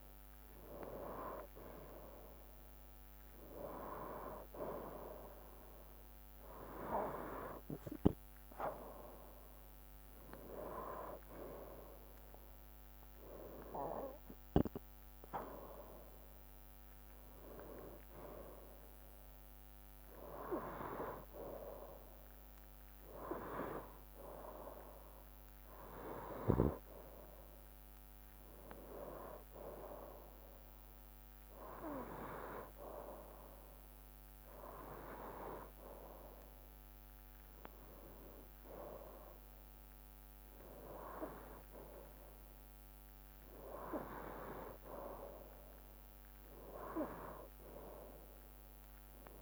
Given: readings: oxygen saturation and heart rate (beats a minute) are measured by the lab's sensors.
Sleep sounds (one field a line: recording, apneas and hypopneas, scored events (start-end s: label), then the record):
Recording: breathing in sleep by a microphone on the trachea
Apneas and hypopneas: none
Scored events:
none scored
From the record:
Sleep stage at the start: N2 (light sleep)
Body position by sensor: on the right side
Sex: male